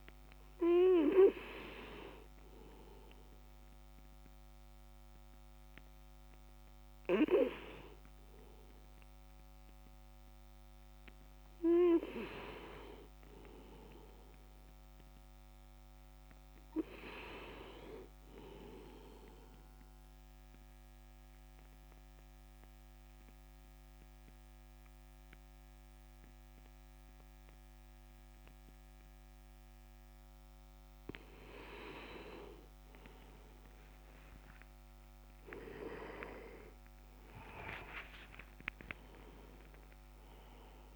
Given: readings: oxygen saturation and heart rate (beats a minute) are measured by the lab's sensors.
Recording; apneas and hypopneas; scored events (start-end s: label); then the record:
breathing in sleep by a microphone on the trachea; 1
19.00-30.50 s: obstructive apnea (oxygen 98% before, 94% lowest, heart rate 110 before, 52 extreme, up 28 after)
32.50-38.00 s: arousal
From the record:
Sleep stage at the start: REM sleep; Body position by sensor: on the back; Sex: male